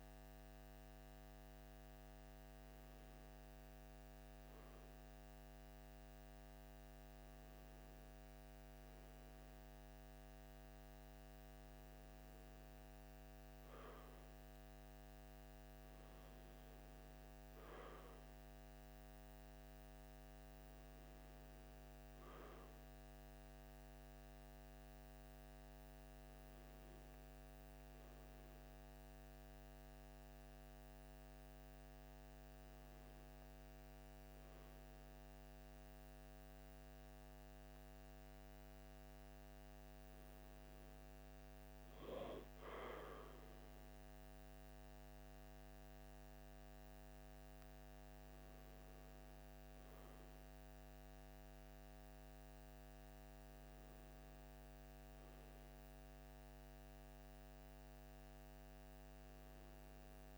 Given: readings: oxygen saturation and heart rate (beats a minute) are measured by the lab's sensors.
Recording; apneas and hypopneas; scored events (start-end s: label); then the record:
breathing in sleep, hard to hear, by a microphone on the trachea; none
none scored
From the record:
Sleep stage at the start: N2 (light sleep); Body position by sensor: on the left side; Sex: male